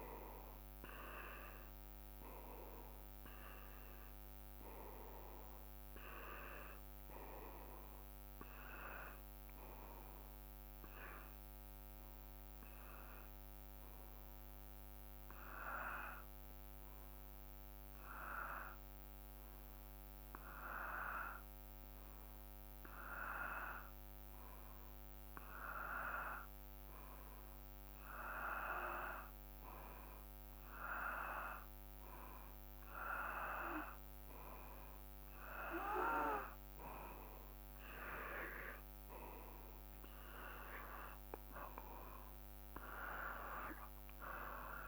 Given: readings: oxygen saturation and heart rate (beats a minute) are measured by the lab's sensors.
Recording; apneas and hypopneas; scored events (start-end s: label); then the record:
breathing in sleep by a microphone on the trachea; 1
0.00-13.00 s: oxygen desaturation (device-marked, oxygen 91% lowest, heart rate 56 extreme)
12.50-37.50 s: hypopnea (oxygen 97% before, 90% lowest, heart rate 60 before, 56 extreme, up 3 after)
From the record:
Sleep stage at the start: N2 (light sleep); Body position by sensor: on the back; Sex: male